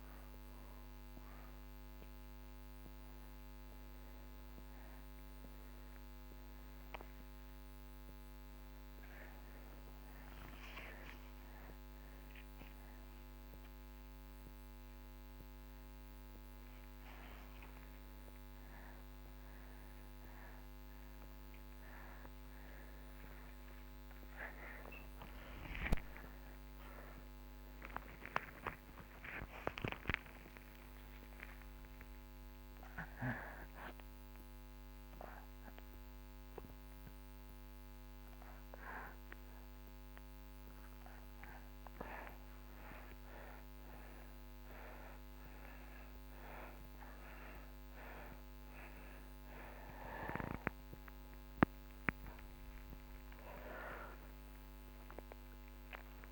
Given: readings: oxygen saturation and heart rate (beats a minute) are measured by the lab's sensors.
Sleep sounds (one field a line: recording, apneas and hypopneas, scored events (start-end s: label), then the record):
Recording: a person awake in a sleep study, by a microphone on the trachea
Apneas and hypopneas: none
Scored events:
none scored
From the record:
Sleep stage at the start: awake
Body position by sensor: on the back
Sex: male